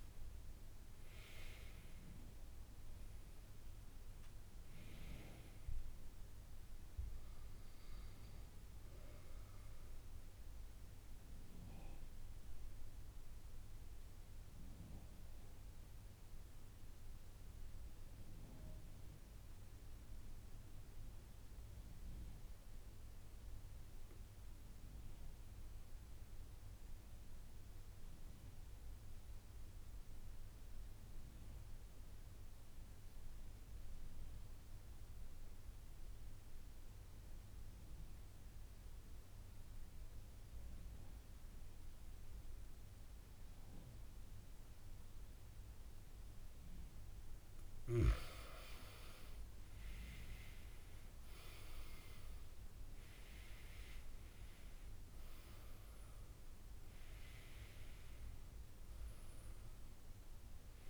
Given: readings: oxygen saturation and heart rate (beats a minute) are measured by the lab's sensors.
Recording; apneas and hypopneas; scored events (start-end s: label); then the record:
breathing in sleep by a room microphone; 1
11.00-45.50 s: obstructive apnea (oxygen 95% before, 91% lowest)
34.00-60.90 s: oxygen desaturation (device-marked, oxygen 98% before, 91% lowest)
48.50-52.00 s: arousal
From the record:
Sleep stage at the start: N2 (light sleep); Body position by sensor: on the back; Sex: male